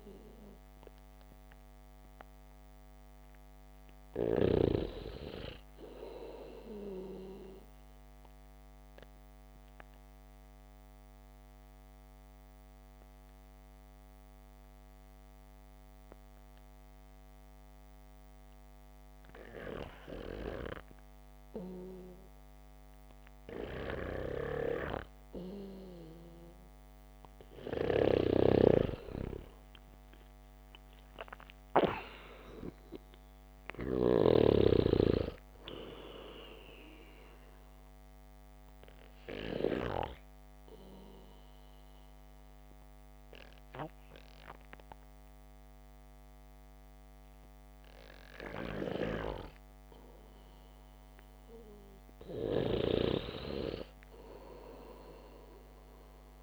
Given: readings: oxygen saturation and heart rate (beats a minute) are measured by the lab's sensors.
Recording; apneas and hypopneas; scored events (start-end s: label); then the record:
breathing in sleep by a microphone on the trachea; 2
0.00-5.50 s: snoring (device-marked)
0.50-27.50 s: oxygen desaturation (device-marked, oxygen 97% before, 89% lowest, heart rate 73 before, 65 extreme)
8.00-23.00 s: obstructive apnea (oxygen 98% before, 89% lowest, heart rate 72 before, 68 extreme, up 3 after)
28.00-32.00 s: arousal
29.00-35.00 s: snoring (device-marked)
38.00-52.00 s: obstructive apnea (oxygen 97% before, 93% lowest, heart rate 72 before, 69 extreme, up 6 after)
39.50-56.43 s: oxygen desaturation (device-marked, oxygen 97% before, 93% lowest, heart rate 71 before, 67 extreme)
53.00-56.43 s: snoring (device-marked)
From the record:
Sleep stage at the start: REM sleep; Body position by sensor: on the back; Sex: male